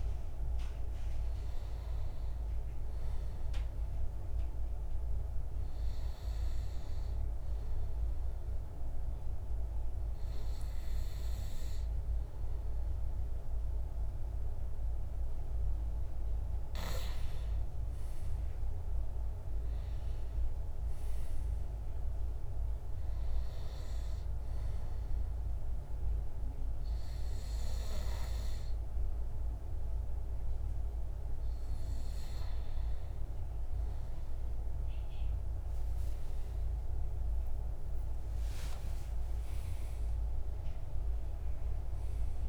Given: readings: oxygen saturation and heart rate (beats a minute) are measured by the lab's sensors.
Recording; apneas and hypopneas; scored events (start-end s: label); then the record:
breathing in sleep, hard to hear, by a room microphone; 1
7.50-17.50 s: obstructive apnea (oxygen 96% before, 92% lowest, heart rate 83 before, 77 extreme, up 6 after)
19.00-22.00 s: arousal
21.00-36.00 s: oxygen desaturation (device-marked, oxygen 95% before, 92% lowest, heart rate 83 before, 77 extreme)
37.50-42.49 s: arousal
From the record:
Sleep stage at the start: N2 (light sleep); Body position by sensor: on the back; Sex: male